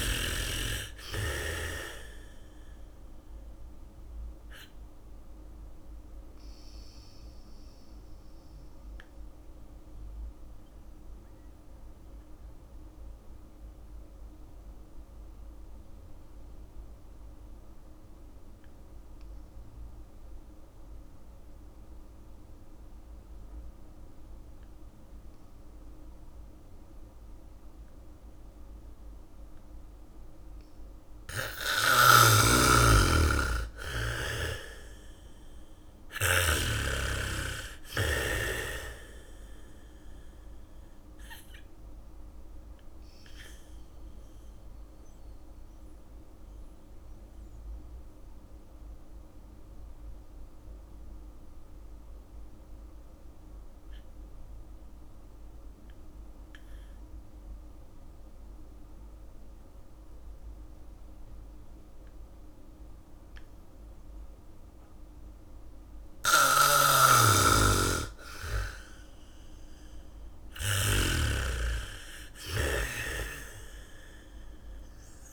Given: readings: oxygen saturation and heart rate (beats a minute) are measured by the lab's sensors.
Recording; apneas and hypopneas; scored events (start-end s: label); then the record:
breathing in sleep by a room microphone; 2
0.00-3.00 s: bradycardia (device-marked, heart rate 35 extreme)
0.00-19.00 s: oxygen desaturation (device-marked, oxygen 83% lowest, heart rate 29 extreme)
6.00-29.50 s: mixed apnea (oxygen 98% before, 80% lowest, heart rate 57 before, 29 extreme)
27.00-38.00 s: bradycardia (device-marked, heart rate 65 before, 40 extreme)
31.00-57.00 s: oxygen desaturation (device-marked, oxygen 99% before, 80% lowest, heart rate 73 before, 29 extreme)
32.00-37.00 s: snoring (device-marked)
33.00-37.50 s: arousal
42.00-65.50 s: mixed apnea (oxygen 99% before, 80% lowest, heart rate 56 before, 41 extreme, up 0 after)
65.00-73.00 s: bradycardia (device-marked, heart rate 65 before, 48 extreme)
66.50-75.33 s: snoring (device-marked)
67.00-71.00 s: arousal
69.00-75.33 s: oxygen desaturation (device-marked, oxygen 98% before, 85% lowest, heart rate 72 before, 36 extreme)
From the record:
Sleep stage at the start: N2 (light sleep); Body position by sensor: on the back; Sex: female